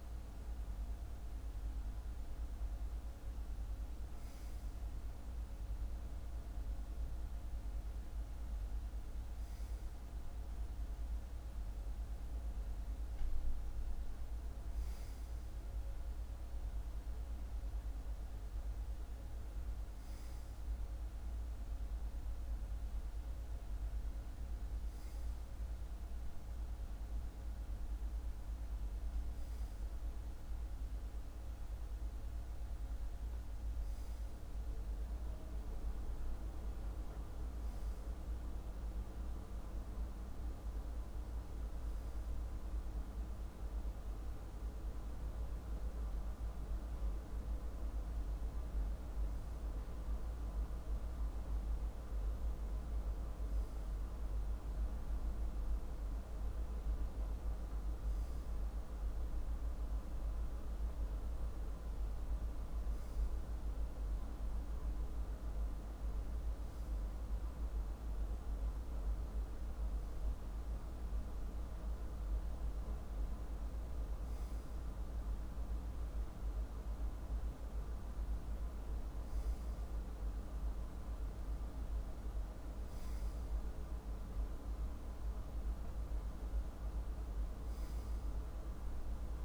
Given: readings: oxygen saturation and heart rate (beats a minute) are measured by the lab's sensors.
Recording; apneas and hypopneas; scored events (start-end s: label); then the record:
breathing in sleep, hard to hear, by a room microphone; none
none scored
From the record:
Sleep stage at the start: N2 (light sleep); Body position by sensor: on the left side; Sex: male